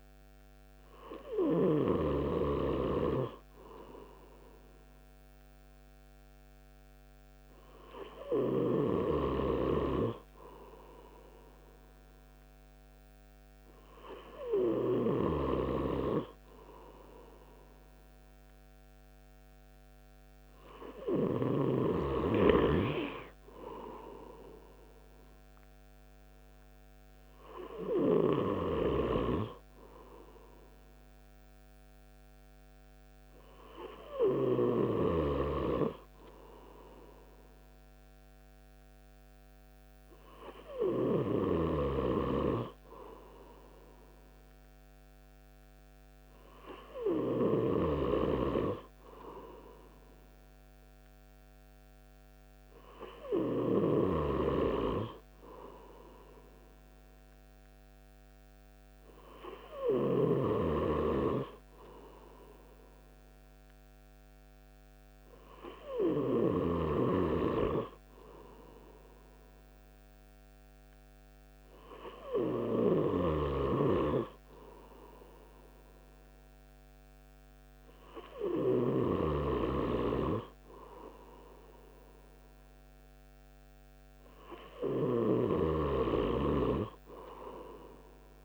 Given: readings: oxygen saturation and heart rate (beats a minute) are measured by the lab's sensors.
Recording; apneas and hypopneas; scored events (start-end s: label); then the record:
breathing in sleep by a microphone on the trachea; none
none scored
From the record:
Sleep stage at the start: N3 (deep sleep); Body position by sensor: on the right side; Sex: male